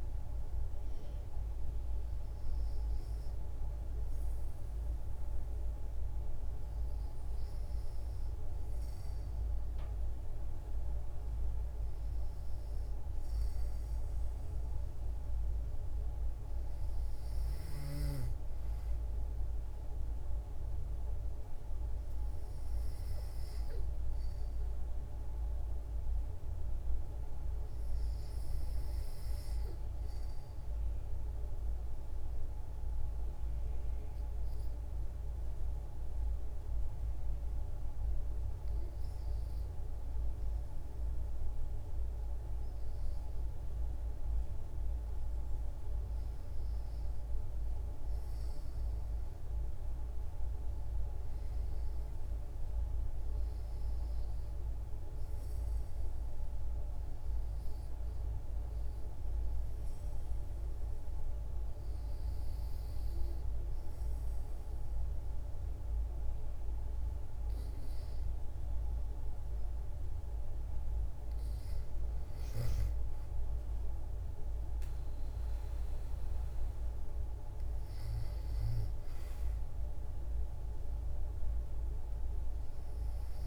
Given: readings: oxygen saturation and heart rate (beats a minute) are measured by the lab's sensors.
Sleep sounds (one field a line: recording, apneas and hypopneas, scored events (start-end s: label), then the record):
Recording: breathing in sleep, hard to hear, by a room microphone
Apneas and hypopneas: 2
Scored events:
19.50-83.47 s: new sleep stage, REM sleep
25.00-29.00 s: arousal
31.50-41.50 s: obstructive apnea (oxygen 94% before, 88% lowest, heart rate 65 before, 62 extreme, up 4 after)
45.50-48.50 s: arousal
49.50-66.50 s: oxygen desaturation (device-marked, oxygen 94% before, 88% lowest, heart rate 62 before, 62 extreme)
56.50-67.50 s: hypopnea (oxygen 94% before, 88% lowest, heart rate 67 before, 62 extreme, up 5 after)
69.50-73.00 s: arousal
From the record:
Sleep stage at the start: N2 (light sleep)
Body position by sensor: on the back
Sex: female